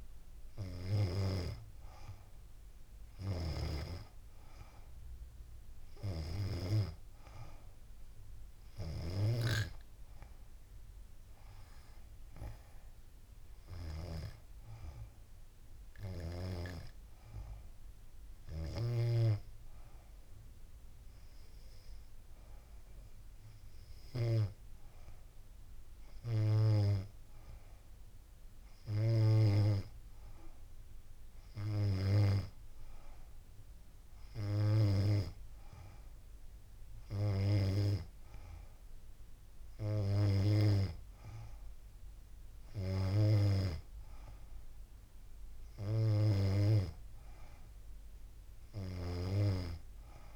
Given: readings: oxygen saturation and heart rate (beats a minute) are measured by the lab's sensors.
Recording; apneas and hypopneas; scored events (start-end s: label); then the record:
breathing in sleep by a room microphone; none
none scored
From the record:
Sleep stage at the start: N2 (light sleep); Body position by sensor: on the back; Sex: female